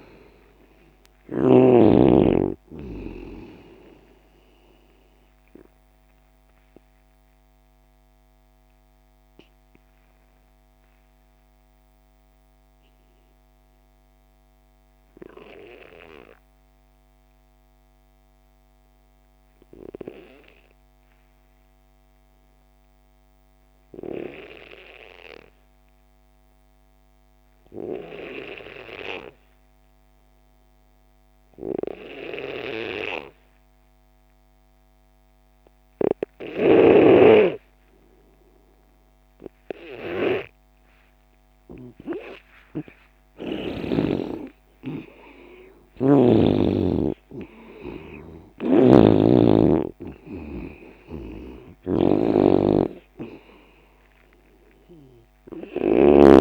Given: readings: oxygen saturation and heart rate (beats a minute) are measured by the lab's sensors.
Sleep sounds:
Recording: breathing in sleep by a microphone on the trachea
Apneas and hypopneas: 1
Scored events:
0.00-1.50 s: snoring (device-marked)
0.00-21.00 s: oxygen desaturation (device-marked, oxygen 89% lowest)
5.50-41.00 s: obstructive apnea (oxygen 98% before, 87% lowest)
35.00-56.41 s: oxygen desaturation (device-marked, oxygen 98% before, 87% lowest)
43.00-47.00 s: arousal
45.50-56.00 s: snoring (device-marked)
From the record:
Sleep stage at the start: N2 (light sleep)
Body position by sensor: on the left side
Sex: male

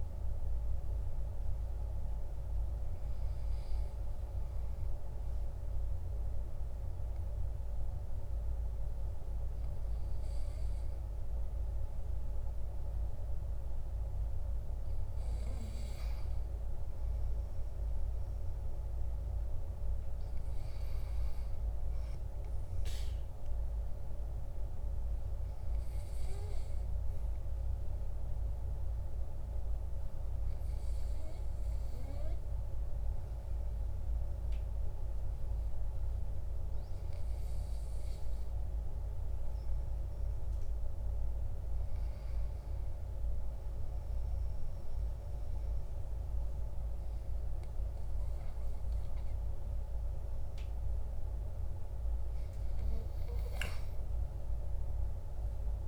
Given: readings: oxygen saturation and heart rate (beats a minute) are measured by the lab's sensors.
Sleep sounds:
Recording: breathing in sleep, hard to hear, by a room microphone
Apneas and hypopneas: 1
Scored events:
4.00-14.00 s: obstructive apnea (oxygen 97% before, 95% lowest, heart rate 79 before, 46 extreme, up 4 after)
18.00-21.50 s: arousal
From the record:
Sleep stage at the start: REM sleep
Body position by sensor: on the back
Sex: male

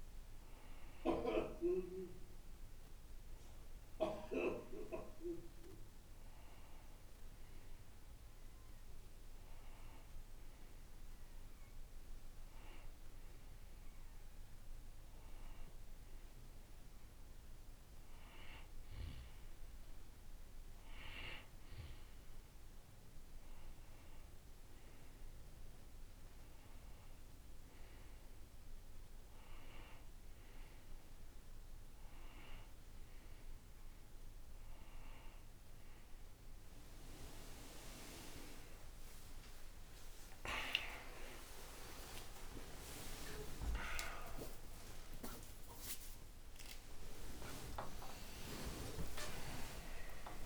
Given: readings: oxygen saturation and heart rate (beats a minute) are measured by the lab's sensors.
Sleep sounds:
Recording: breathing in sleep by a room microphone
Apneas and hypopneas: none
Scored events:
43.00-45.00 s: long interval between heartbeats (device-marked, heart rate 64 before, 85 extreme)
45.00-47.00 s: long interval between heartbeats (device-marked, heart rate 67 before, 106 extreme)
47.00-49.00 s: long interval between heartbeats (device-marked, heart rate 72 before, 119 extreme)
49.50-50.45 s: new sleep stage, awake
From the record:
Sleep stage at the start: N2 (light sleep)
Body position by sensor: on the right side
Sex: male

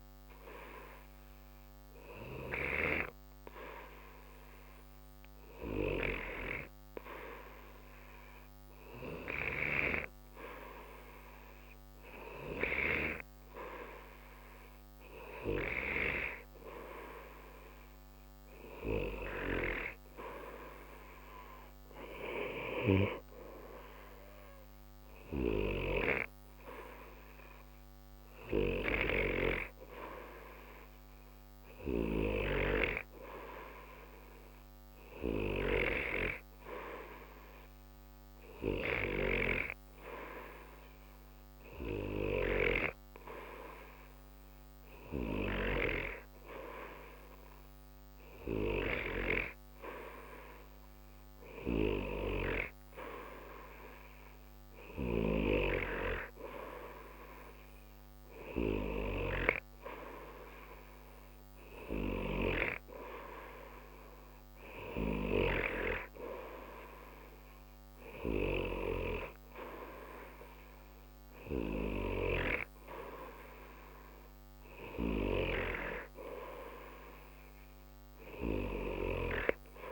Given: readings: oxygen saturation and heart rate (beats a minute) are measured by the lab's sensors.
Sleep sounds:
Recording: breathing in sleep by a microphone on the trachea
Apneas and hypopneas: none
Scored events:
none scored
From the record:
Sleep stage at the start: N2 (light sleep)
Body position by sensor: on the right side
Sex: male

